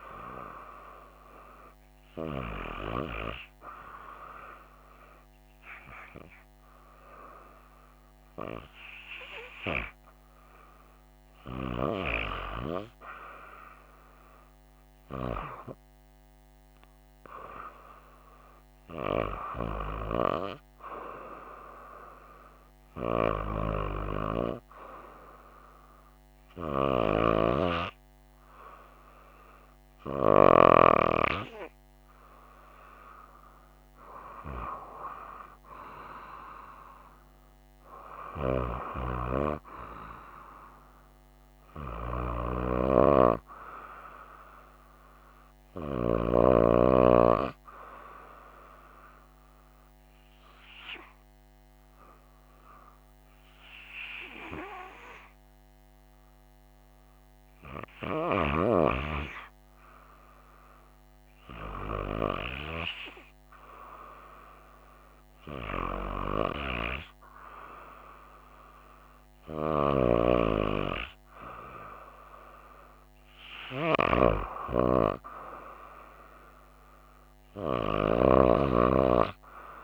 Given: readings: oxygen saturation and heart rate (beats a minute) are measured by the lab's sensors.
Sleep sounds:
breathing in sleep by a microphone on the trachea; 1
50.00-61.00 s: hypopnea (oxygen 94% before, 93% lowest, heart rate 68 before, 64 extreme, up 0 after)
64.00-67.50 s: arousal
From the record:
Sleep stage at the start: REM sleep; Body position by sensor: on the right side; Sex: female

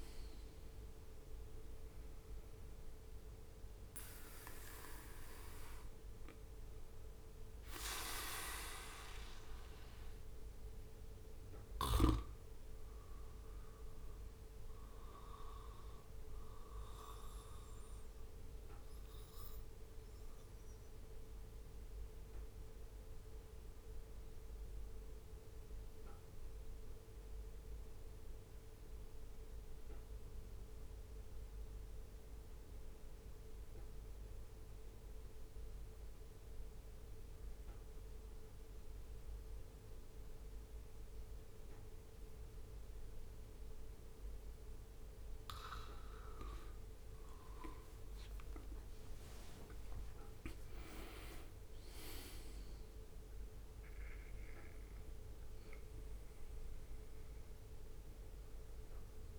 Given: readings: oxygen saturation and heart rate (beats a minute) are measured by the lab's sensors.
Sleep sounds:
breathing in sleep by a room microphone; 1
0.00-9.50 s: oxygen desaturation (device-marked, oxygen 91% lowest, heart rate 64 extreme)
13.50-47.50 s: mixed apnea (oxygen 97% before, 91% lowest, heart rate 67 before, 61 extreme, up 8 after)
44.50-59.39 s: oxygen desaturation (device-marked, oxygen 98% before, 92% lowest, heart rate 66 before, 61 extreme)
47.00-50.00 s: leg movement (device-marked)
49.00-53.00 s: arousal
From the record:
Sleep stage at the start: N2 (light sleep); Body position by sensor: on the back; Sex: male

